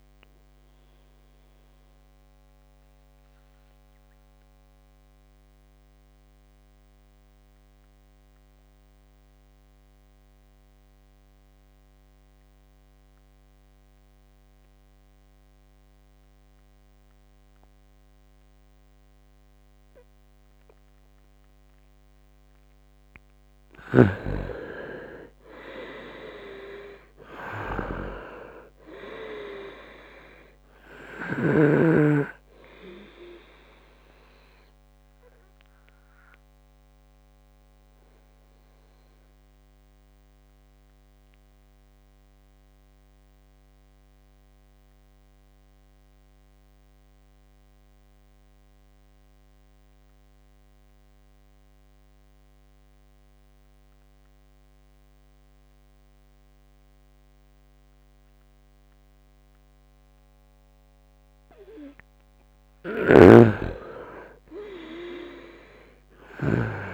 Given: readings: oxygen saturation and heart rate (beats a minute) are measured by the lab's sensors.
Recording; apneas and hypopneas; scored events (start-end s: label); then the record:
breathing in sleep by a microphone on the trachea; 2
0.00-13.50 s: oxygen desaturation (device-marked, oxygen 87% lowest, heart rate 68 extreme)
0.50-22.00 s: obstructive apnea (oxygen 98% before, 85% lowest, heart rate 76 before, 66 extreme, up 7 after)
21.50-52.50 s: oxygen desaturation (device-marked, oxygen 99% before, 85% lowest, heart rate 72 before, 65 extreme)
22.00-24.00 s: long interval between heartbeats (device-marked, heart rate 72 before, 77 extreme)
24.00-27.50 s: arousal
37.00-61.50 s: obstructive apnea (oxygen 99% before, 85% lowest, heart rate 74 before, 65 extreme, up 7 after)
62.50-66.94 s: snoring (device-marked)
63.50-66.94 s: arousal
65.50-66.94 s: oxygen desaturation (device-marked, oxygen 98% before, 86% lowest, heart rate 69 before, 66 extreme)
From the record:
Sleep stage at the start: N2 (light sleep); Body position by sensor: on the right side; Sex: male